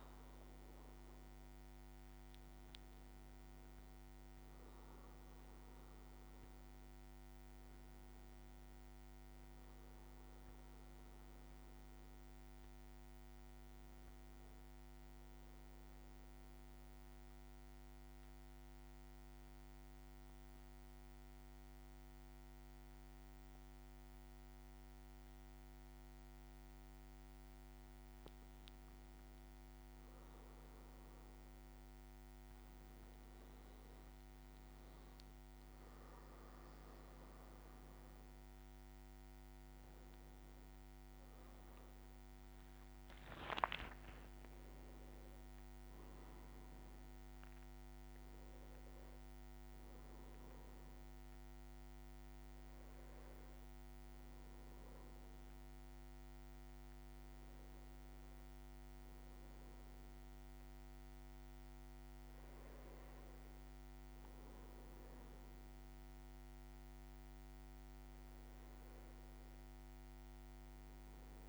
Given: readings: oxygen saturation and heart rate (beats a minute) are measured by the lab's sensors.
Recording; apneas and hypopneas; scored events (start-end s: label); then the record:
breathing in sleep, hard to hear, by a microphone on the trachea; 1
0.00-5.50 s: bradycardia (device-marked, heart rate 53 extreme)
0.50-6.00 s: arousal
1.00-3.50 s: leg movement (device-marked)
6.50-31.50 s: bradycardia (device-marked, heart rate 59 before, 51 extreme)
15.00-27.00 s: central apnea (oxygen 99% before, 96% lowest, heart rate 58 before, 51 extreme, up 9 after)
30.00-34.50 s: arousal
30.50-32.50 s: leg movement (device-marked)
35.50-54.50 s: drop in pulse transit time (device-marked, heart rate 54 before, 59 extreme)
44.50-71.49 s: new sleep stage, N1 (lightest sleep)
50.50-71.49 s: bradycardia (device-marked, heart rate 59 before, 56 extreme)
From the record:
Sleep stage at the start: N2 (light sleep); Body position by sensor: on the back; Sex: male